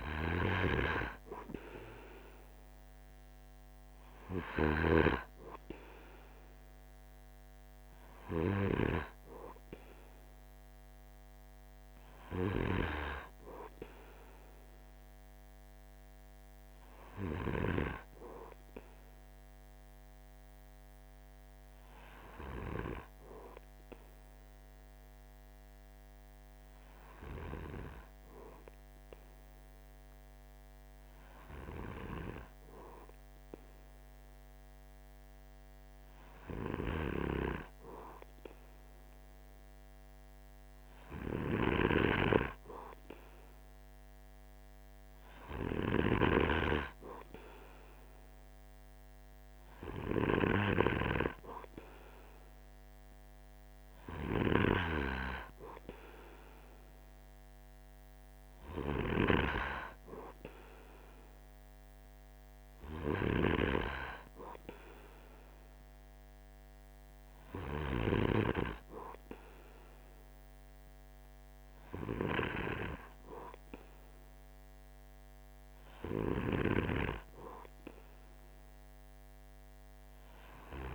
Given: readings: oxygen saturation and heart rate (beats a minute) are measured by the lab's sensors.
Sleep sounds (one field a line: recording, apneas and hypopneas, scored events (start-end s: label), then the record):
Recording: breathing in sleep by a microphone on the trachea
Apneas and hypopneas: 1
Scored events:
21.00-38.50 s: hypopnea (oxygen 96% before, 94% lowest, heart rate 47 before, 46 extreme, up 1 after)
41.00-44.00 s: arousal
From the record:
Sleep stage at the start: N2 (light sleep)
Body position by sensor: on the right side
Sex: male